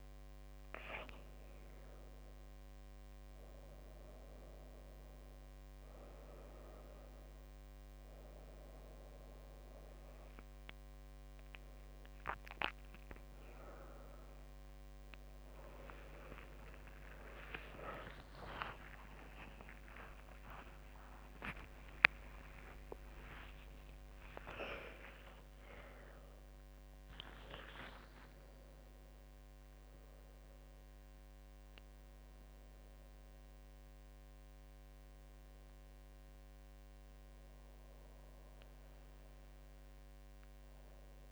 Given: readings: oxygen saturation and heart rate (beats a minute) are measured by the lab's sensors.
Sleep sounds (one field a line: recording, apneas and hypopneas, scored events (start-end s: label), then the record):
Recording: a person awake in a sleep study, by a microphone on the trachea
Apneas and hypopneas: none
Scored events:
12.50-30.50 s: tachycardia (device-marked, heart rate 85 before, 135 extreme)
16.00-18.00 s: long interval between heartbeats (device-marked, heart rate 86 before, 119 extreme)
16.50-35.50 s: drop in pulse transit time (device-marked, heart rate 88 before, 89 extreme)
18.50-20.50 s: long interval between heartbeats (device-marked, heart rate 91 before, 128 extreme)
20.50-22.50 s: long interval between heartbeats (device-marked, heart rate 96 before, 116 extreme)
24.00-26.00 s: long interval between heartbeats (device-marked, heart rate 103 before, 119 extreme)
From the record:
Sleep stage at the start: awake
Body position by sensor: on the back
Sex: female